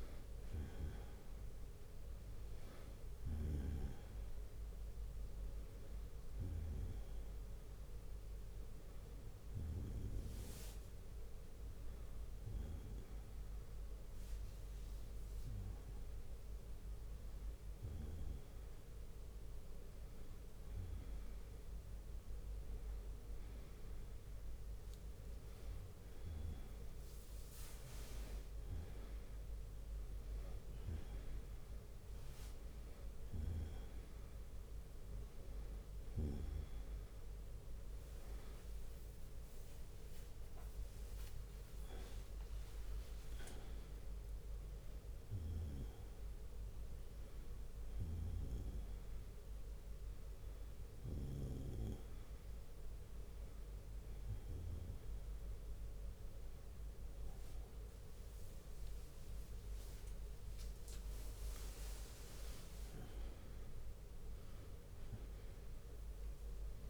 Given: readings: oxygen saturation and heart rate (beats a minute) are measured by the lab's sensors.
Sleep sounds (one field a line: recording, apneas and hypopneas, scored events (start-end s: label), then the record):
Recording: a person partly awake in a sleep study, by a room microphone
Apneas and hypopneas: none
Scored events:
2.00-14.00 s: drop in pulse transit time (device-marked, heart rate 81 before, 65 extreme)
11.00-26.00 s: bradycardia (device-marked, heart rate 69 before, 51 extreme)
11.00-66.90 s: new sleep stage, N1 (lightest sleep)
29.50-31.50 s: long interval between heartbeats (device-marked, heart rate 59 before, 61 extreme)
32.00-36.00 s: bradycardia (device-marked, heart rate 69 before, 50 extreme)
38.50-43.00 s: arousal
43.00-54.00 s: bradycardia (device-marked, heart rate 69 before, 52 extreme)
44.00-46.00 s: long interval between heartbeats (device-marked, heart rate 60 before, 69 extreme)
49.50-51.50 s: long interval between heartbeats (device-marked, heart rate 62 before, 59 extreme)
52.00-66.00 s: drop in pulse transit time (device-marked, heart rate 61 before, 57 extreme)
64.00-66.00 s: long interval between heartbeats (device-marked, heart rate 61 before, 66 extreme)
From the record:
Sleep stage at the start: awake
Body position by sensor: on the right side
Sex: male